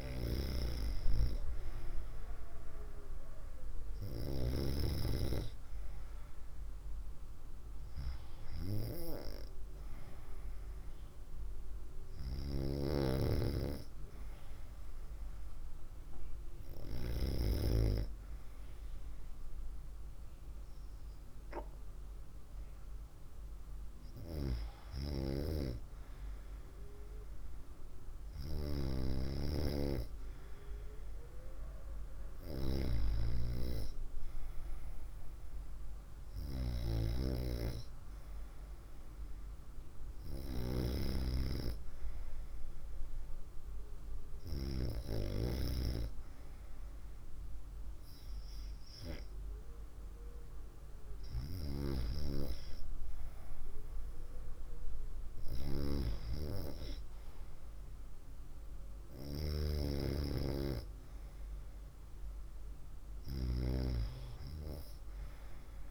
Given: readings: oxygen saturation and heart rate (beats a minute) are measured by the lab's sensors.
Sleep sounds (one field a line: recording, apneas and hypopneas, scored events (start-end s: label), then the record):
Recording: breathing in sleep by a room microphone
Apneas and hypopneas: none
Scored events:
none scored
From the record:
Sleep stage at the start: N2 (light sleep)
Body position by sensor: on the right side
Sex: female